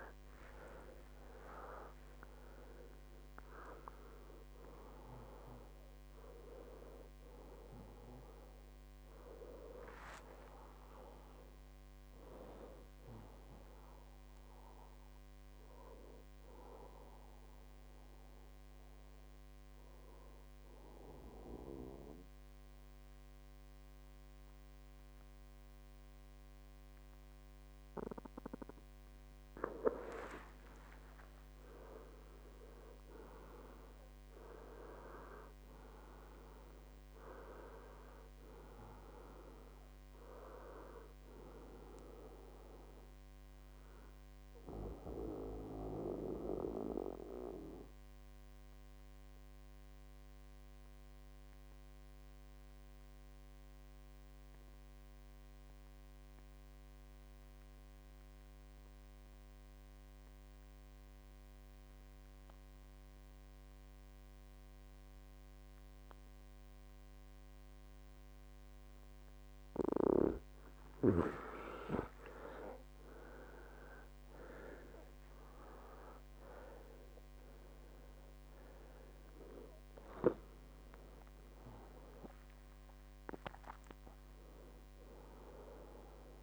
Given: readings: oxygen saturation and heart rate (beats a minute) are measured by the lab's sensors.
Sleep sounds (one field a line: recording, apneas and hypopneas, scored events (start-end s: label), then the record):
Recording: breathing in sleep by a microphone on the trachea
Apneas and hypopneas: 2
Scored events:
0.00-25.00 s: oxygen desaturation (device-marked, oxygen 91% lowest, heart rate 59 extreme)
11.50-14.00 s: arousal
17.00-29.50 s: obstructive apnea (oxygen 97% before, 91% lowest, heart rate 79 before, 59 extreme, up 14 after)
31.50-34.50 s: arousal
45.00-68.50 s: obstructive apnea (oxygen 99% before, 90% lowest, heart rate 68 before, 60 extreme, up 13 after)
67.00-86.43 s: oxygen desaturation (device-marked, oxygen 98% before, 90% lowest, heart rate 61 before, 62 extreme)
72.00-76.00 s: arousal
From the record:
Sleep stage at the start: N2 (light sleep)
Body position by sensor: on the back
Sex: male